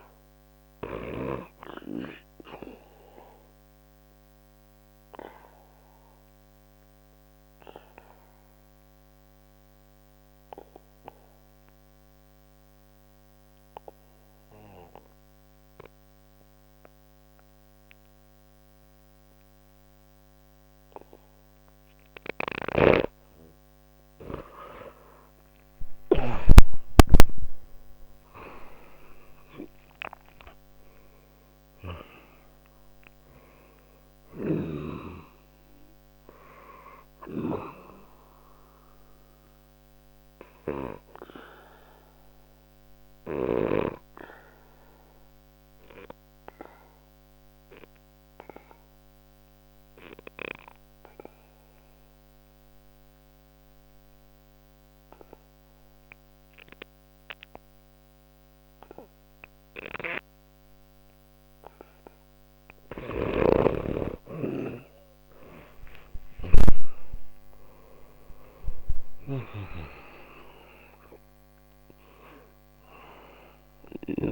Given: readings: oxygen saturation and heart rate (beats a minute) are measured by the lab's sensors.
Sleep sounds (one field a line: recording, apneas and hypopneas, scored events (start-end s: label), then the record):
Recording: breathing in sleep by a microphone on the trachea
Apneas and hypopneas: 2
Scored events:
0.00-15.50 s: oxygen desaturation (device-marked, oxygen 86% lowest, heart rate 60 extreme)
0.50-22.50 s: obstructive apnea (oxygen 97% before, 86% lowest, heart rate 61 before, 60 extreme, up 12 after)
22.50-26.50 s: snoring (device-marked)
25.00-29.00 s: arousal
30.50-53.50 s: oxygen desaturation (device-marked, oxygen 97% before, 88% lowest, heart rate 63 before, 59 extreme)
34.00-43.50 s: snoring (device-marked)
38.50-62.00 s: obstructive apnea (oxygen 98% before, 87% lowest, heart rate 66 before, 59 extreme, up 11 after)
63.00-69.50 s: snoring (device-marked)
65.00-70.00 s: arousal
65.50-74.32 s: oxygen desaturation (device-marked, oxygen 98% before, 87% lowest, heart rate 60 before, 60 extreme)
From the record:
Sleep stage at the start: N2 (light sleep)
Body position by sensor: on the back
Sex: male